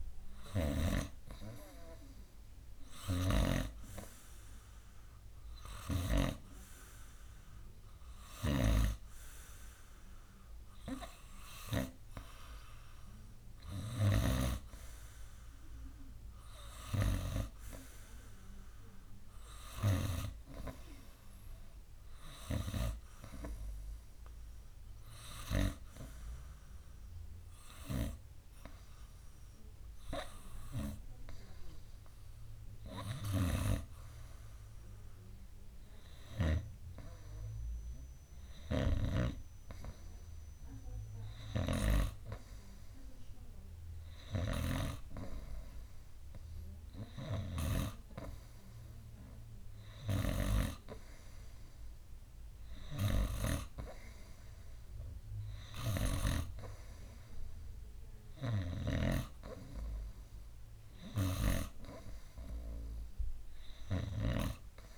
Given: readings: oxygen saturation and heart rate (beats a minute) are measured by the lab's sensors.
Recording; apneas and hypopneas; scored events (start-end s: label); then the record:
breathing in sleep by a room microphone; 1
2.50-13.50 s: hypopnea (oxygen 95% before, 92% lowest, heart rate 63 before, 62 extreme, up 0 after)
15.00-18.50 s: arousal
33.50-37.00 s: snoring (device-marked)
39.00-45.00 s: snoring (device-marked)
59.00-64.98 s: snoring (device-marked)
From the record:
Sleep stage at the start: N2 (light sleep); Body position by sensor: on the right side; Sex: male